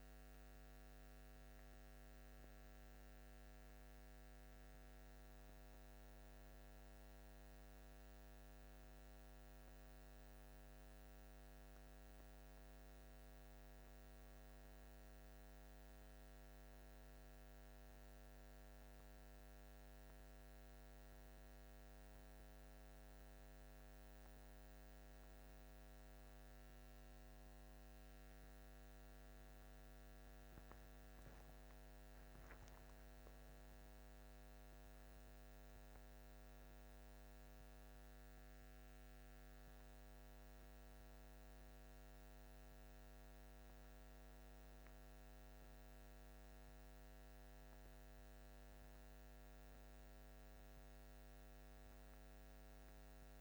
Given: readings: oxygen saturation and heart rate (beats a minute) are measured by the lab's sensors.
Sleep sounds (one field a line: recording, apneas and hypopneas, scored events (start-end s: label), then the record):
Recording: a person awake in a sleep study, hard to hear, by a microphone on the trachea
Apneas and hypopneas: none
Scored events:
none scored
From the record:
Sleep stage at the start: awake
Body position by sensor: on the back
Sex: male